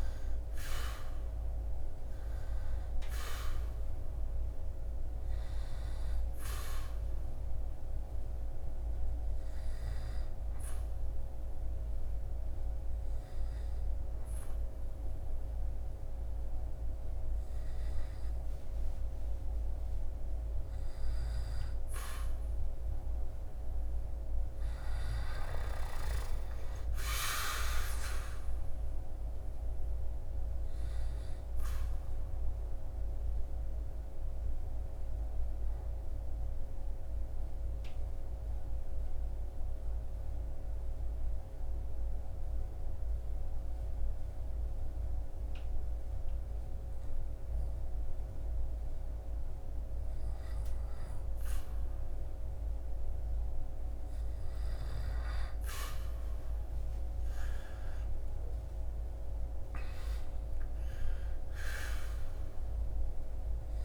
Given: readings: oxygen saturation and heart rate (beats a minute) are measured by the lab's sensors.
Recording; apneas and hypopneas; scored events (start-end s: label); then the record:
breathing in sleep by a room microphone; 2
7.50-19.50 s: obstructive apnea (oxygen 99% before, 95% lowest, heart rate 68 before, 59 extreme, up 11 after)
23.00-26.50 s: arousal
32.50-51.00 s: obstructive apnea (oxygen 98% before, 95% lowest, heart rate 67 before, 59 extreme, up 10 after)
54.00-56.50 s: arousal
From the record:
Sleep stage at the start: N2 (light sleep); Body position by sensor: on the back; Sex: male